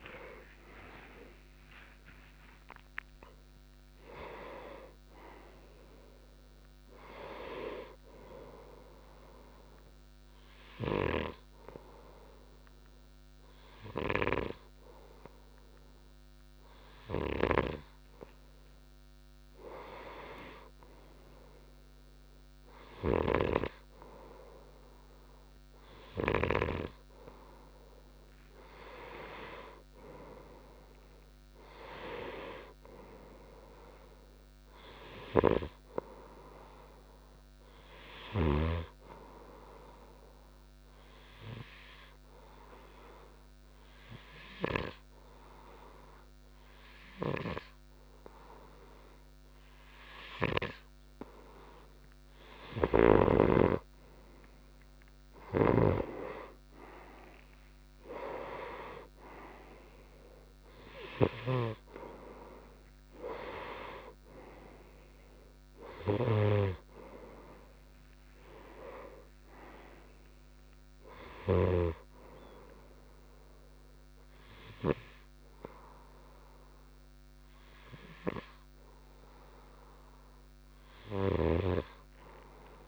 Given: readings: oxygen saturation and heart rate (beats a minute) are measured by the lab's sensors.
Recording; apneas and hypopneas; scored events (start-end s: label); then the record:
breathing in sleep by a microphone on the trachea; 2
9.50-20.00 s: hypopnea (oxygen 95% before, 92% lowest)
17.50-27.00 s: snoring (device-marked)
22.50-26.00 s: arousal
41.50-52.50 s: hypopnea (oxygen 97% before, 92% lowest)
53.00-62.00 s: snoring (device-marked)
54.50-58.50 s: arousal
From the record:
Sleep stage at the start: N2 (light sleep); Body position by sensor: on the right side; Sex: male